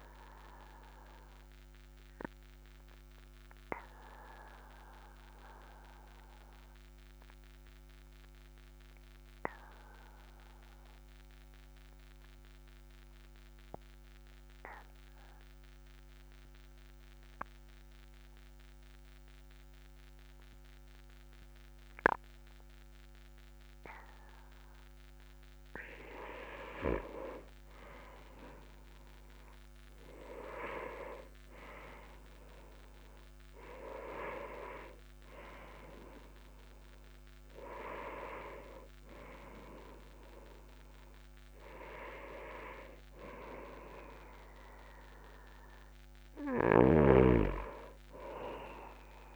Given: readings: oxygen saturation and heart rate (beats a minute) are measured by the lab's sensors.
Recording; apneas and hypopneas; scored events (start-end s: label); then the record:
breathing in sleep by a microphone on the trachea; 1
0.50-25.50 s: obstructive apnea (oxygen 99% before, 94% lowest, heart rate 48 before, 39 extreme, up 0 after)
26.50-30.50 s: arousal
From the record:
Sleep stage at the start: N2 (light sleep); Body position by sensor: on the back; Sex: male